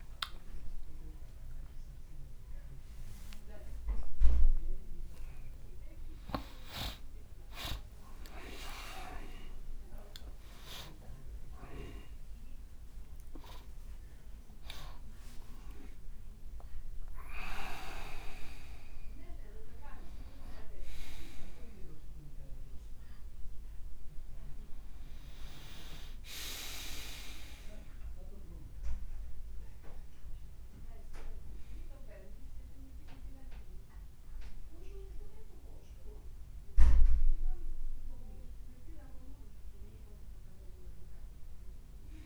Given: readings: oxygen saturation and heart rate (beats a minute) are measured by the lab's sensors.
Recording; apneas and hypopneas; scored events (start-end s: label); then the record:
a person awake in a sleep study, by a room microphone; none
1.50-3.50 s: leg movement (device-marked)
5.50-16.00 s: leg movement (device-marked)
8.00-10.00 s: long interval between heartbeats (device-marked, heart rate 78 before, 78 extreme)
11.00-13.00 s: long interval between heartbeats (device-marked, heart rate 81 before, 88 extreme)
From the record:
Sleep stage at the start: awake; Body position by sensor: on the right side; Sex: male